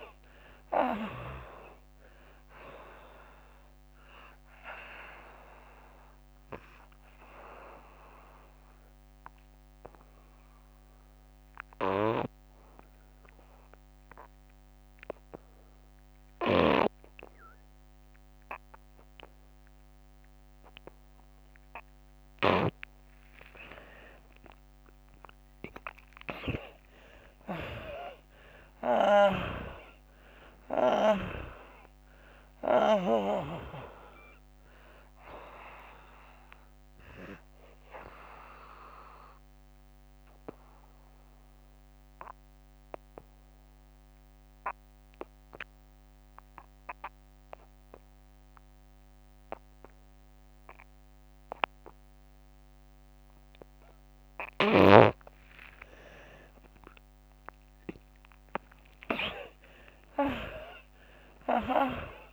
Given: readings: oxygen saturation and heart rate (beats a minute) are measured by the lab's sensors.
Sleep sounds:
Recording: breathing in sleep by a microphone on the trachea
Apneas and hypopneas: 2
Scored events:
0.00-20.50 s: oxygen desaturation (device-marked, oxygen 77% lowest, heart rate 71 extreme)
7.00-21.50 s: obstructive apnea (oxygen 96% before, 77% lowest, heart rate 90 before, 71 extreme, up 20 after)
22.00-29.50 s: snoring (device-marked)
22.50-46.50 s: oxygen desaturation (device-marked, oxygen 99% before, 80% lowest, heart rate 89 before, 73 extreme)
23.50-27.50 s: arousal
37.50-52.50 s: obstructive apnea (oxygen 99% before, 78% lowest, heart rate 89 before, 73 extreme, up 13 after)
55.00-59.00 s: arousal
From the record:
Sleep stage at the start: N2 (light sleep)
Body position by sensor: on the right side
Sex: female

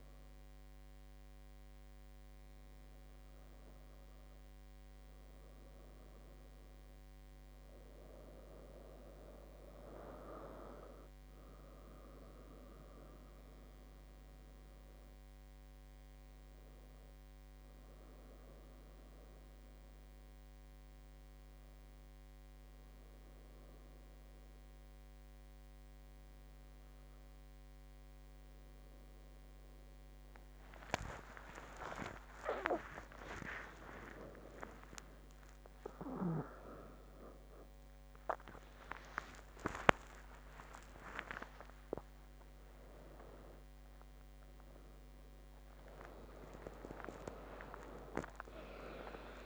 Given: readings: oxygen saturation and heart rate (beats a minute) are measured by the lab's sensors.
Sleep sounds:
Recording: a person partly awake in a sleep study, by a microphone on the trachea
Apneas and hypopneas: none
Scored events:
29.00-49.46 s: new sleep stage, awake
From the record:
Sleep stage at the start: N1 (lightest sleep)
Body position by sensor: on the right side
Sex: female

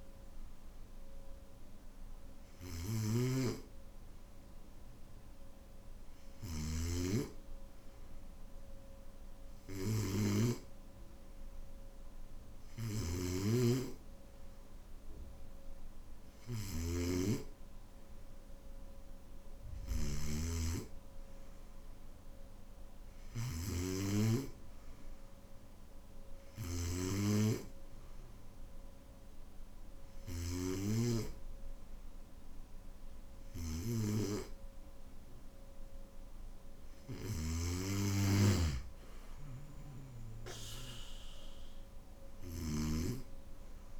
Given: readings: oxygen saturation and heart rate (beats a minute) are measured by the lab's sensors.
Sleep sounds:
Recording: breathing in sleep by a room microphone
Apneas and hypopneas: none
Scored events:
0.00-6.50 s: snoring (device-marked)
12.50-31.00 s: snoring (device-marked)
33.00-44.00 s: snoring (device-marked)
From the record:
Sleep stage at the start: N2 (light sleep)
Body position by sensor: on the back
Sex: male

